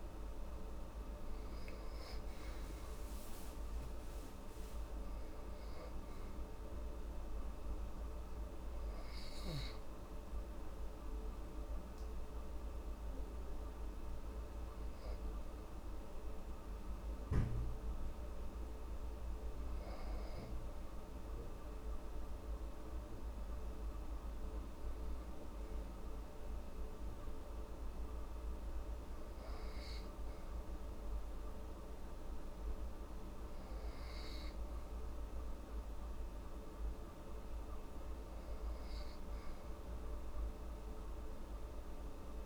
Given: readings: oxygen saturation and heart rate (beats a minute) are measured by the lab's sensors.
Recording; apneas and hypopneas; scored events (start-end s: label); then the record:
breathing in sleep, hard to hear, by a room microphone; none
none scored
From the record:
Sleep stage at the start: REM sleep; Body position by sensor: on the back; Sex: female